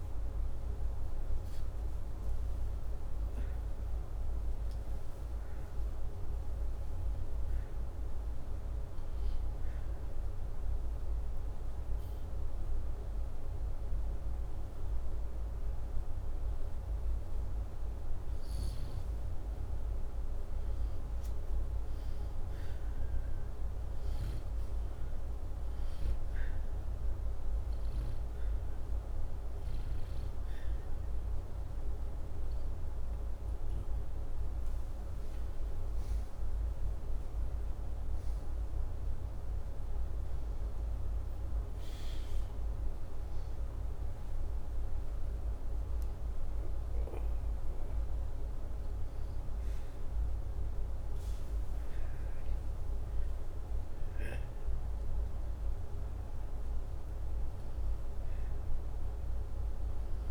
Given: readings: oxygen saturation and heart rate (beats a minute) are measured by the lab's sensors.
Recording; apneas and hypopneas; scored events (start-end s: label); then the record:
breathing in sleep, hard to hear, by a room microphone; 1
4.50-7.50 s: arousal
10.50-20.50 s: obstructive apnea (oxygen 96% before, 93% lowest, heart rate 85 before, 84 extreme, up 2 after)
22.00-25.00 s: arousal
56.50-59.50 s: arousal
From the record:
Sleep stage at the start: N2 (light sleep); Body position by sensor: upright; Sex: male